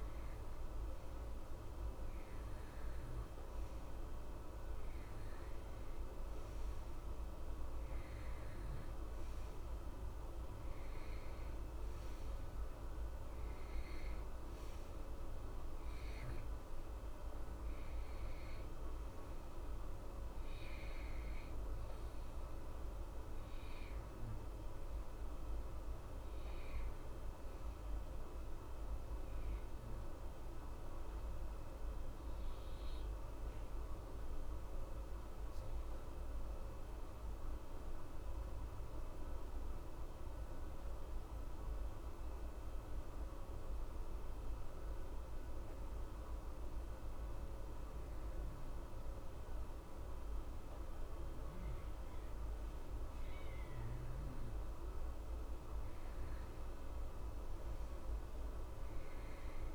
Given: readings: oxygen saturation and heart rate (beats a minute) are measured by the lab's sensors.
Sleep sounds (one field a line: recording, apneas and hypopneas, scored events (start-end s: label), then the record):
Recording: breathing in sleep, hard to hear, by a room microphone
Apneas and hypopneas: 1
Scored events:
0.00-3.50 s: arousal
2.50-38.50 s: oxygen desaturation (device-marked, oxygen 95% before, 89% lowest, heart rate 65 before, 60 extreme)
27.50-53.50 s: obstructive apnea (oxygen 94% before, 89% lowest, heart rate 63 before, 60 extreme, up 2 after)
55.50-59.50 s: arousal
From the record:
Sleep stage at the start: N2 (light sleep)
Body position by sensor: on the right side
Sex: male